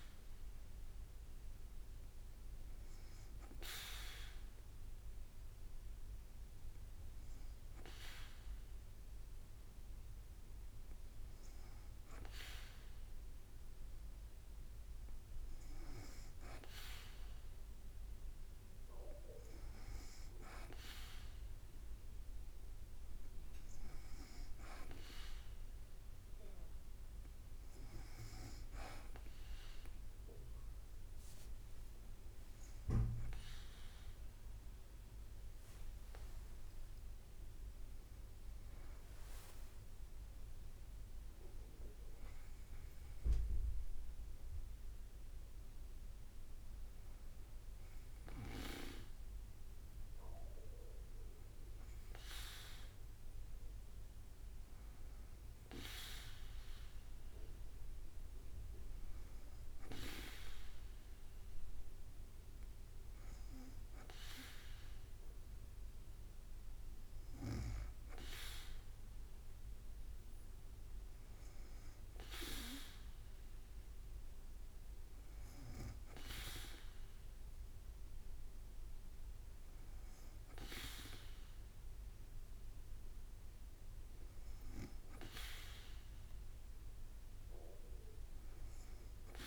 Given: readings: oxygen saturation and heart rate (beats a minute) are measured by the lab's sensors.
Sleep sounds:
breathing in sleep by a room microphone; none
30.50-34.50 s: arousal
33.00-50.00 s: drop in pulse transit time (device-marked, heart rate 54 before, 52 extreme)
35.00-37.00 s: long interval between heartbeats (device-marked, heart rate 54 before, 62 extreme)
From the record:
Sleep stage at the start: N2 (light sleep); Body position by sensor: on the back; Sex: female

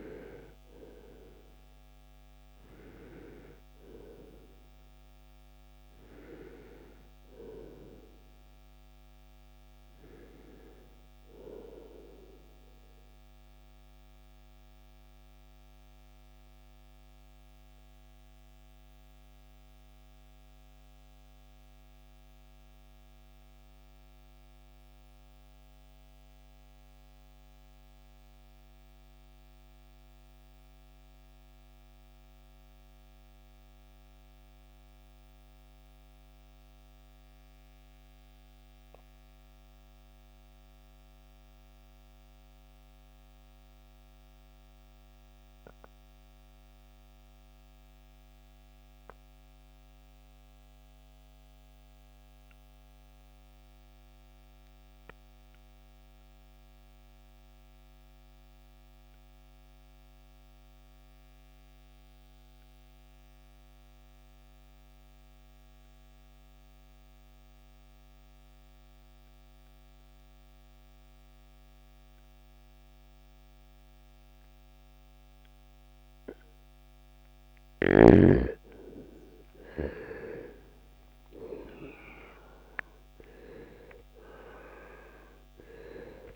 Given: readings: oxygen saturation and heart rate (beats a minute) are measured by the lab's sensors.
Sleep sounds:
breathing in sleep by a microphone on the trachea; 1
0.00-30.00 s: oxygen desaturation (device-marked, oxygen 81% lowest, heart rate 57 extreme)
13.00-77.00 s: mixed apnea (oxygen 95% before, 76% lowest, heart rate 76 before, 43 extreme, up 13 after)
57.00-86.36 s: oxygen desaturation (device-marked, oxygen 97% before, 76% lowest, heart rate 61 before, 43 extreme)
79.00-84.00 s: arousal
From the record:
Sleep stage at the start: REM sleep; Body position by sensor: on the right side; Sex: male

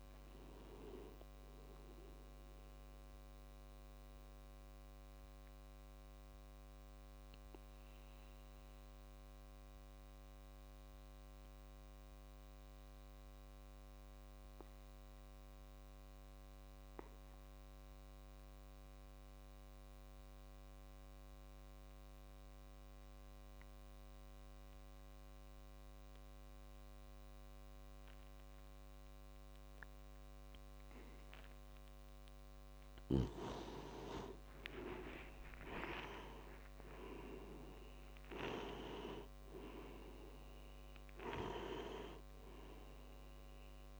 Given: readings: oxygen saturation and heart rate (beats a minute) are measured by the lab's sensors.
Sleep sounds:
breathing in sleep by a microphone on the trachea; 1
0.00-7.50 s: oxygen desaturation (device-marked, oxygen 87% lowest)
4.00-31.00 s: obstructive apnea (oxygen 97% before, 88% lowest)
26.50-44.00 s: oxygen desaturation (device-marked, oxygen 98% before, 88% lowest)
31.50-44.00 s: tachycardia (device-marked)
33.00-37.00 s: arousal
From the record:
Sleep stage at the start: N2 (light sleep); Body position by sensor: on the back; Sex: male

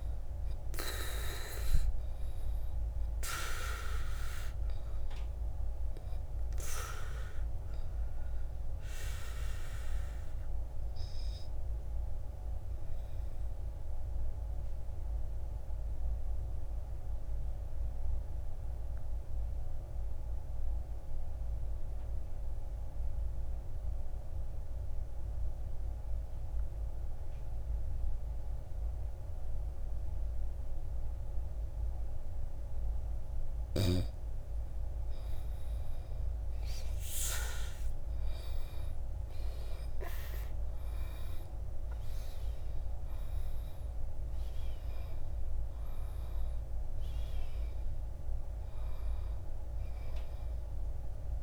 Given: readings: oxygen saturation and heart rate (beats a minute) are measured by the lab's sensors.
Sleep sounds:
breathing in sleep by a room microphone; 1
0.00-29.50 s: oxygen desaturation (device-marked, oxygen 71% lowest, heart rate 54 extreme)
13.50-35.50 s: obstructive apnea (oxygen 99% before, 71% lowest, heart rate 69 before, 52 extreme, up 14 after)
37.00-41.00 s: arousal
42.50-51.42 s: oxygen desaturation (device-marked, oxygen 99% before, 82% lowest, heart rate 59 before, 50 extreme)
From the record:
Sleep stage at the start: N2 (light sleep); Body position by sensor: on the back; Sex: male

